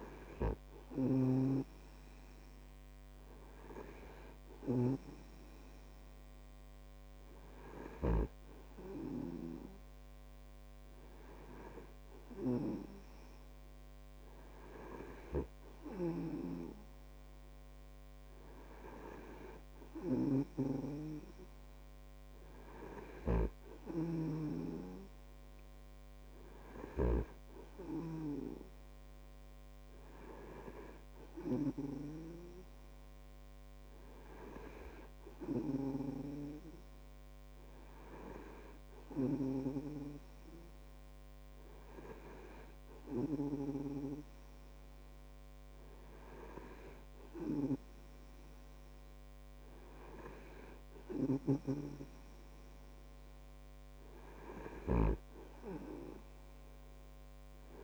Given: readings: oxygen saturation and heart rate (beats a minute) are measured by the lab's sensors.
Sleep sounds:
breathing in sleep by a microphone on the trachea; none
0.00-9.00 s: snoring (device-marked)
16.50-28.00 s: snoring (device-marked)
51.50-55.50 s: snoring (device-marked)
From the record:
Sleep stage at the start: N2 (light sleep); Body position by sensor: on the back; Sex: male

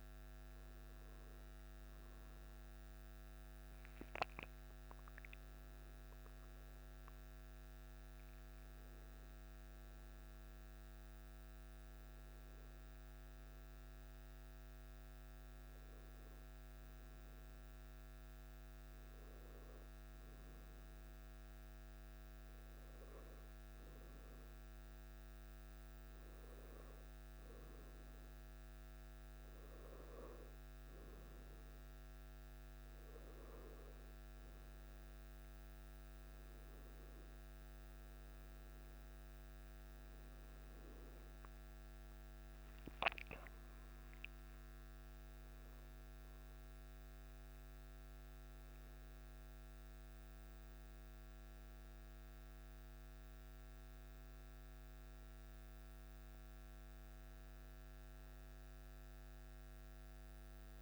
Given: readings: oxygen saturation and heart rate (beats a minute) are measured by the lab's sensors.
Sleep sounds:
a person awake in a sleep study, hard to hear, by a microphone on the trachea; none
none scored
From the record:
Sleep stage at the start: awake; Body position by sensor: on the back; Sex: male

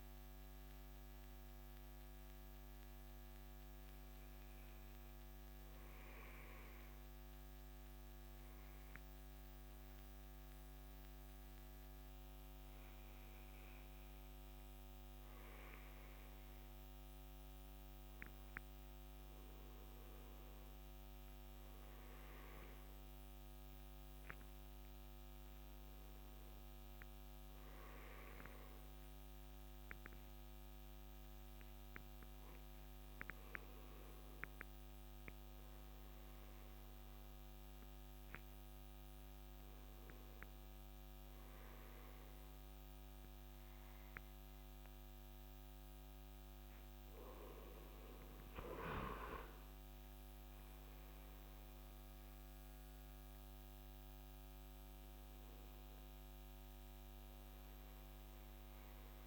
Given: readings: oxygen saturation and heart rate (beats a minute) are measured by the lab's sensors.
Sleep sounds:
breathing in sleep, hard to hear, by a microphone on the trachea; none
none scored
From the record:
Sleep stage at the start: N2 (light sleep); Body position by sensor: on the right side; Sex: male

